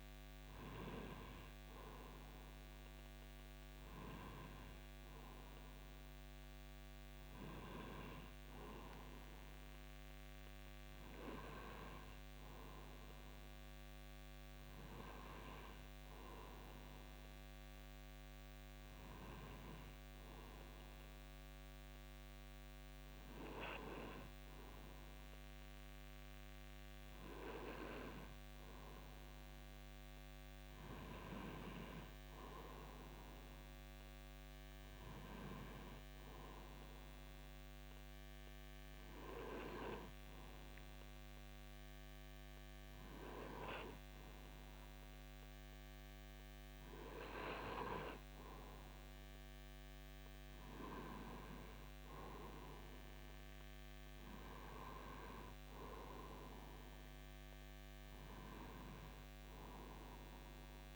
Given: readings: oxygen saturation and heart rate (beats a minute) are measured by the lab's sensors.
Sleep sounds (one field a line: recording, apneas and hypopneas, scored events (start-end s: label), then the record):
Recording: breathing in sleep by a microphone on the trachea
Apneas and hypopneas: none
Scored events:
22.50-60.96 s: new sleep stage, N2 (light sleep)
From the record:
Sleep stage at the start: N1 (lightest sleep)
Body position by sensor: on the right side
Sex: male